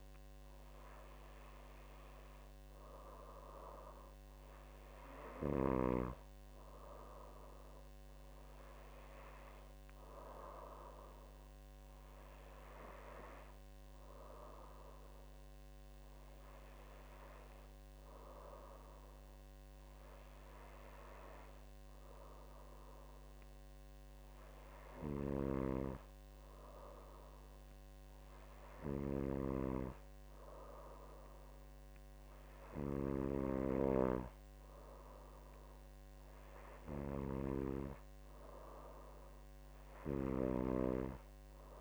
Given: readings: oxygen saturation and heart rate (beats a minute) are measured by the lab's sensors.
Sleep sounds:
breathing in sleep by a microphone on the trachea; none
none scored
From the record:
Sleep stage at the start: N2 (light sleep); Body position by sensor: on the back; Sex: female

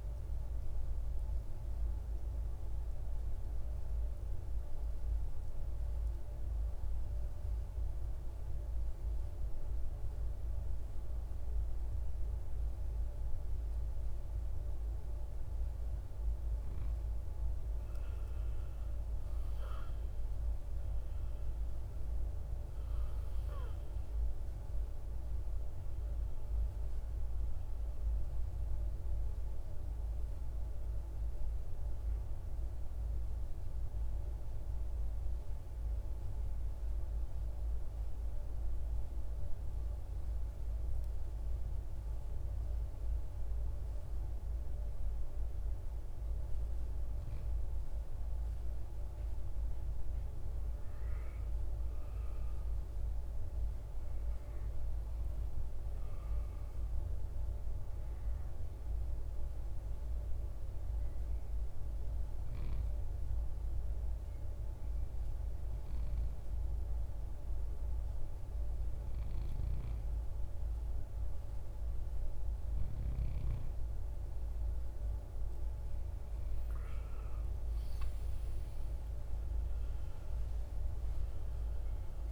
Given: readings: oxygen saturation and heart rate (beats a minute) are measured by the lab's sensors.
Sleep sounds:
breathing in sleep, hard to hear, by a room microphone; 2
0.50-15.00 s: obstructive apnea (oxygen 97% before, 92% lowest, heart rate 57 before, 54 extreme, up 13 after)
16.00-38.00 s: oxygen desaturation (device-marked, oxygen 97% before, 92% lowest, heart rate 54 before, 55 extreme)
18.50-22.00 s: arousal
30.50-41.50 s: obstructive apnea (oxygen 97% before, 92% lowest, heart rate 62 before, 55 extreme, up 5 after)
44.00-48.50 s: arousal
70.00-82.32 s: new sleep stage, awake
From the record:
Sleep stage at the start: N2 (light sleep); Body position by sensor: on the right side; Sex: male

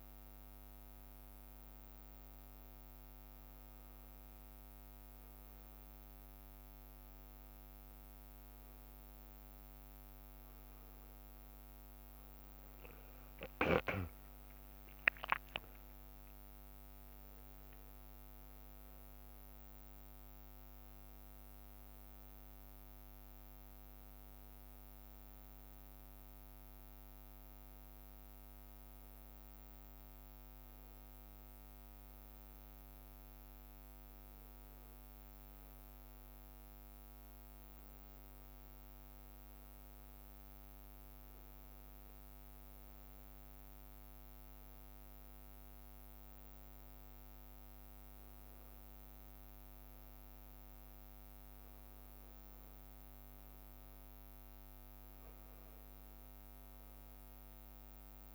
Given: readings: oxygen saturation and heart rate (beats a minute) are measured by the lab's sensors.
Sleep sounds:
a person awake in a sleep study, hard to hear, by a microphone on the trachea; none
13.00-23.00 s: leg movement (device-marked)
31.00-44.00 s: drop in pulse transit time (device-marked, heart rate 62 before, 60 extreme)
From the record:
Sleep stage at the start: awake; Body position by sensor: on the back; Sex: male

